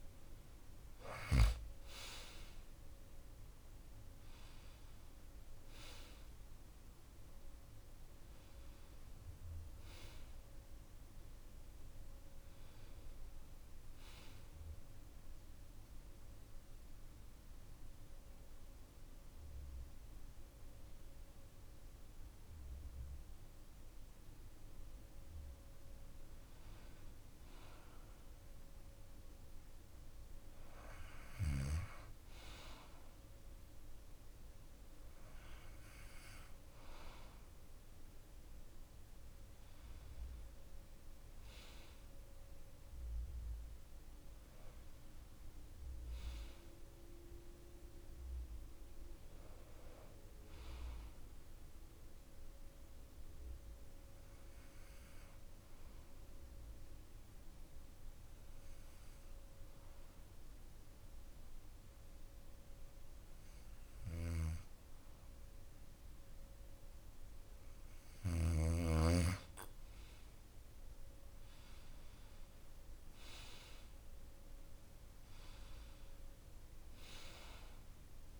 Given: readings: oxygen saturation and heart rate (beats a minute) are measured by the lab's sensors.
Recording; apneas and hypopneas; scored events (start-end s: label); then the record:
breathing in sleep by a room microphone; 2
14.50-25.50 s: hypopnea (oxygen 96% before, 91% lowest)
28.50-32.00 s: arousal
32.50-48.50 s: oxygen desaturation (device-marked, oxygen 96% before, 91% lowest)
55.50-68.00 s: obstructive apnea (oxygen 96% before, 91% lowest)
69.50-78.40 s: oxygen desaturation (device-marked, oxygen 95% before, 91% lowest)
70.50-75.00 s: arousal
From the record:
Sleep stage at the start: N2 (light sleep); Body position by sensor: on the back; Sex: male